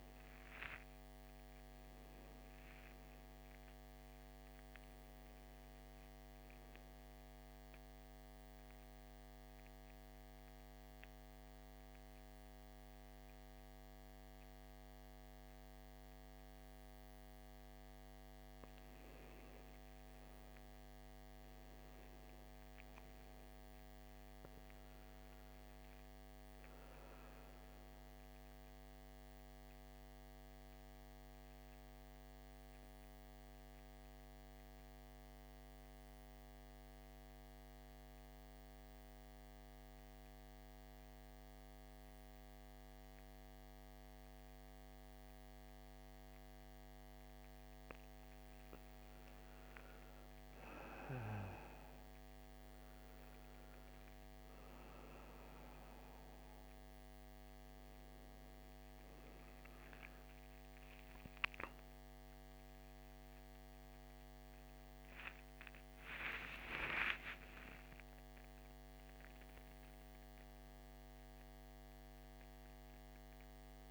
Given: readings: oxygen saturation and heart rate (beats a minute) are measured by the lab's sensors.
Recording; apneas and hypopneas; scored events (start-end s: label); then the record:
a person partly awake in a sleep study, hard to hear, by a microphone on the trachea; 1
4.50-64.50 s: new sleep stage, N2 (light sleep)
27.50-45.50 s: oxygen desaturation (device-marked, oxygen 97% before, 93% lowest, heart rate 57 before, 56 extreme)
29.50-47.00 s: central apnea (oxygen 99% before, 89% lowest, heart rate 57 before, 56 extreme, up 11 after)
48.50-52.50 s: arousal
54.50-70.50 s: oxygen desaturation (device-marked, oxygen 97% before, 89% lowest, heart rate 59 before, 55 extreme)
64.50-73.91 s: new sleep stage, N1 (lightest sleep)
From the record:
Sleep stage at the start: awake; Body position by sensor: on the back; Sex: male